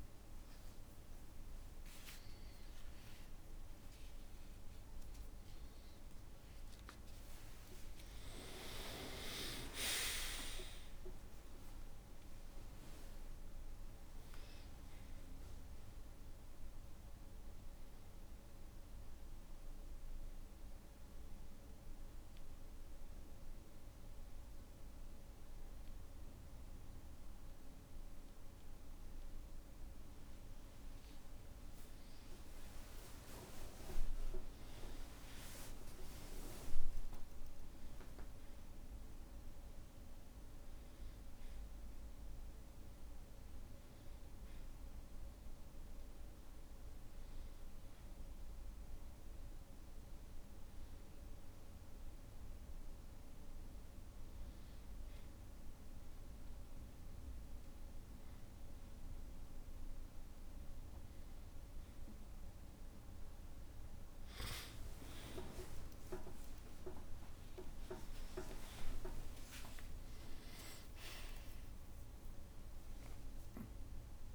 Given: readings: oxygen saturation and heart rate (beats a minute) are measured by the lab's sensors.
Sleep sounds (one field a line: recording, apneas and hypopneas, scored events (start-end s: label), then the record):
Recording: a person partly awake in a sleep study, by a room microphone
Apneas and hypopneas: 2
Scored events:
0.00-2.00 s: long interval between heartbeats (device-marked, heart rate 75 before, 84 extreme)
4.50-6.50 s: long interval between heartbeats (device-marked, heart rate 79 before, 91 extreme)
18.50-31.50 s: hypopnea (oxygen 98% before, 96% lowest, heart rate 78 before, 58 extreme, up 5 after)
20.00-50.00 s: new sleep stage, N1 (lightest sleep)
34.50-39.00 s: arousal
43.50-57.00 s: hypopnea (oxygen 99% before, 95% lowest, heart rate 61 before, 59 extreme, up 1 after)
50.00-74.35 s: new sleep stage, N2 (light sleep)
60.00-64.00 s: arousal
69.00-71.00 s: long interval between heartbeats (device-marked, heart rate 61 before, 84 extreme)
From the record:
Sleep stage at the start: awake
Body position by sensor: on the back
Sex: male